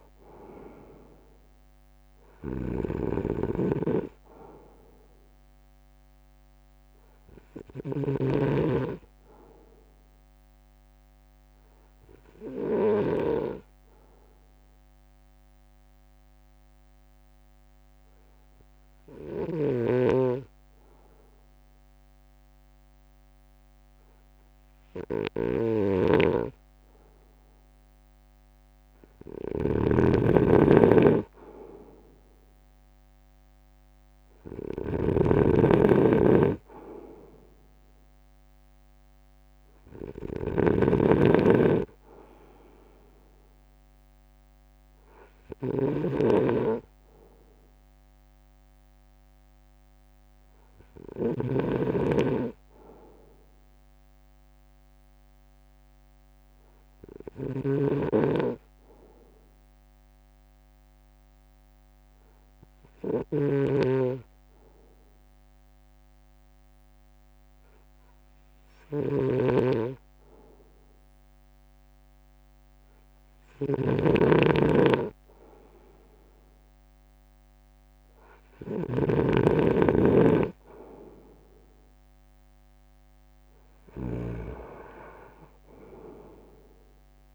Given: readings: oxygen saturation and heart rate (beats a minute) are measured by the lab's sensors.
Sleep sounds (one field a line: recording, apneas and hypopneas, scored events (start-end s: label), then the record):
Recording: breathing in sleep by a microphone on the trachea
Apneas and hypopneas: 2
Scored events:
0.50-11.50 s: drop in pulse transit time (device-marked, heart rate 64 before, 54 extreme)
2.50-13.50 s: snoring (device-marked)
10.50-27.00 s: obstructive apnea (oxygen 98% before, 95% lowest, heart rate 62 before, 55 extreme, up 3 after)
19.50-51.50 s: snoring (device-marked)
31.50-47.50 s: drop in pulse transit time (device-marked, heart rate 61 before, 55 extreme)
33.50-37.50 s: arousal
47.50-71.00 s: hypopnea (oxygen 97% before, 94% lowest, heart rate 59 before, 55 extreme, up 3 after)
57.50-84.50 s: snoring (device-marked)
74.00-77.50 s: arousal
81.50-87.35 s: drop in pulse transit time (device-marked, heart rate 58 before, 55 extreme)
From the record:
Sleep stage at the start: N2 (light sleep)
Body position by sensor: on the front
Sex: male